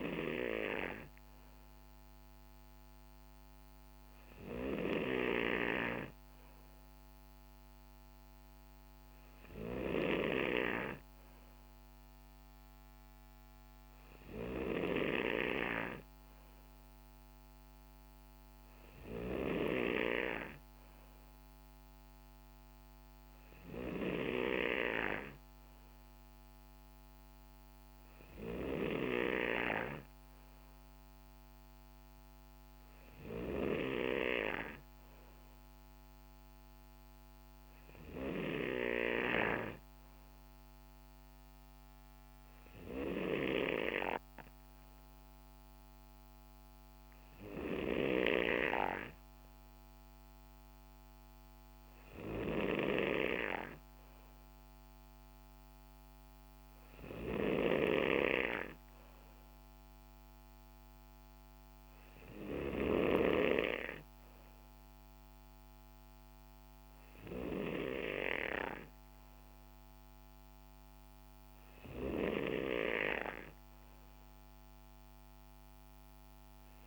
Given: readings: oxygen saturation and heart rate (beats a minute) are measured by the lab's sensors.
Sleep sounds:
breathing in sleep by a microphone on the trachea; none
47.00-76.87 s: new sleep stage, N3 (deep sleep)
From the record:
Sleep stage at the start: N2 (light sleep); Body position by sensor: on the right side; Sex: male

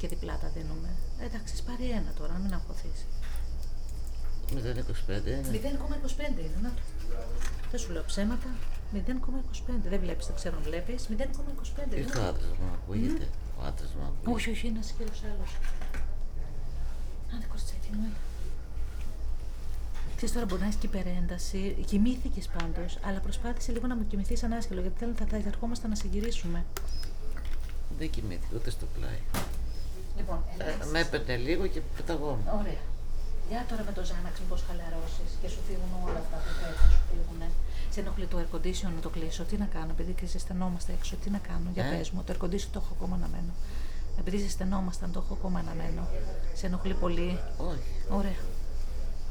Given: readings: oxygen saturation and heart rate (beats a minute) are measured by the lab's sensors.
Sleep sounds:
a person awake in a sleep study, by a room microphone; none
1.00-7.50 s: leg movement (device-marked)
10.50-12.50 s: long interval between heartbeats (device-marked, heart rate 77 before, 90 extreme)
16.00-17.00 s: leg movement (device-marked)
17.00-23.00 s: tachycardia (device-marked, heart rate 87 before, 118 extreme)
18.50-20.50 s: long interval between heartbeats (device-marked, heart rate 82 before, 100 extreme)
18.50-24.00 s: leg movement (device-marked)
27.00-30.50 s: leg movement (device-marked)
27.00-32.00 s: tachycardia (device-marked, heart rate 88 before, 106 extreme)
33.50-35.50 s: long interval between heartbeats (device-marked, heart rate 100 before, 116 extreme)
35.50-45.50 s: leg movement (device-marked)
47.50-49.31 s: leg movement (device-marked)
47.50-49.31 s: long interval between heartbeats (device-marked, heart rate 93 before, 85 extreme)
From the record:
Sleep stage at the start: awake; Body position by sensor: on the back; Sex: female

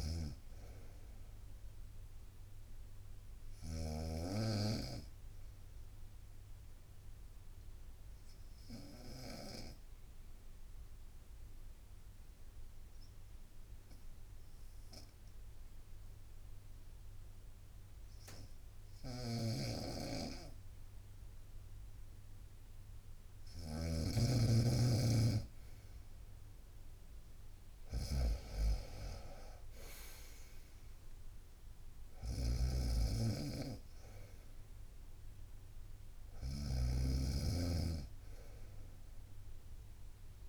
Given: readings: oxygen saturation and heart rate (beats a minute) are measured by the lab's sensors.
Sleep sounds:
breathing in sleep by a room microphone; 1
0.00-4.00 s: snoring (device-marked)
0.00-5.50 s: drop in pulse transit time (device-marked, heart rate 63 extreme)
4.50-22.50 s: obstructive apnea (oxygen 97% before, 94% lowest, heart rate 63 before, 58 extreme, up 11 after)
19.00-40.49 s: snoring (device-marked)
22.50-40.49 s: drop in pulse transit time (device-marked, heart rate 62 before, 59 extreme)
24.00-27.50 s: arousal
28.50-30.50 s: long interval between heartbeats (device-marked, heart rate 62 before, 72 extreme)
36.50-40.49 s: bradycardia (device-marked, heart rate 64 before, 57 extreme)
From the record:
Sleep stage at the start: N2 (light sleep); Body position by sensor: on the right side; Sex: female

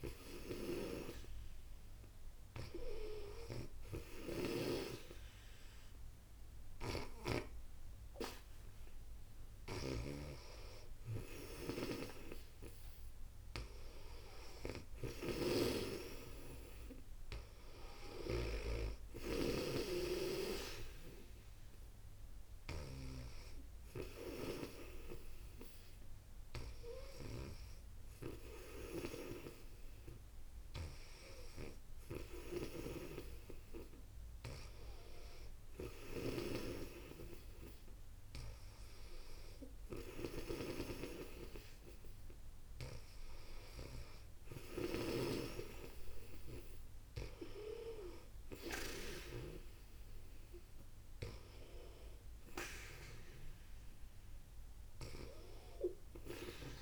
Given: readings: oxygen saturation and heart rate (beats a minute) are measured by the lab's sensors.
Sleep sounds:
breathing in sleep by a room microphone; none
0.00-4.50 s: snoring (device-marked)
9.00-44.50 s: snoring (device-marked)
From the record:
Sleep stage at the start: N2 (light sleep); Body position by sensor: on the back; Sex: female

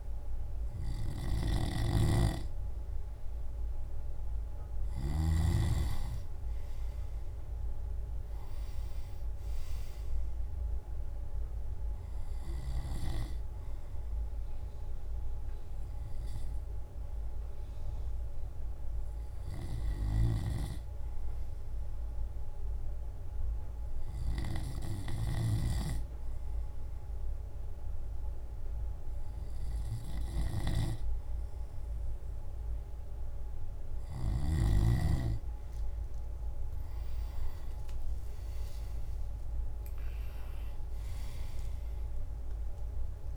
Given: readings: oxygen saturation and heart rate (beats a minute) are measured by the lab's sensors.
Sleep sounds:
breathing in sleep by a room microphone; none
38.50-43.36 s: drop in pulse transit time (device-marked, heart rate 58 before, 53 extreme)
40.00-43.36 s: arousal
From the record:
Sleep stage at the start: N2 (light sleep); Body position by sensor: on the left side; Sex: male

